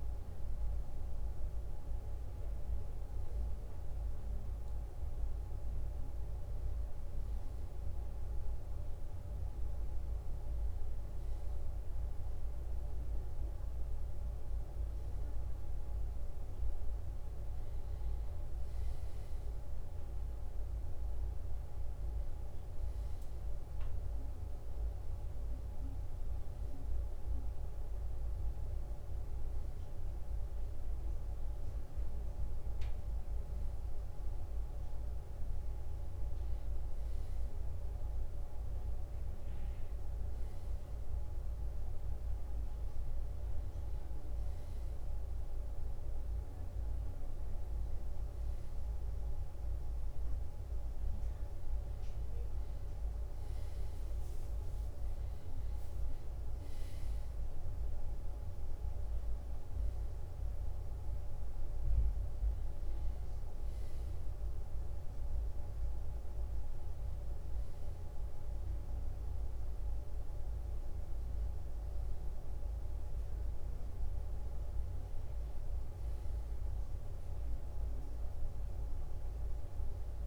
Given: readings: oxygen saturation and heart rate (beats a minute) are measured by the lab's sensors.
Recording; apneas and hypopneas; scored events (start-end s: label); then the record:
a person awake in a sleep study, hard to hear, by a room microphone; none
none scored
From the record:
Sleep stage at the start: awake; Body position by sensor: on the back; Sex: male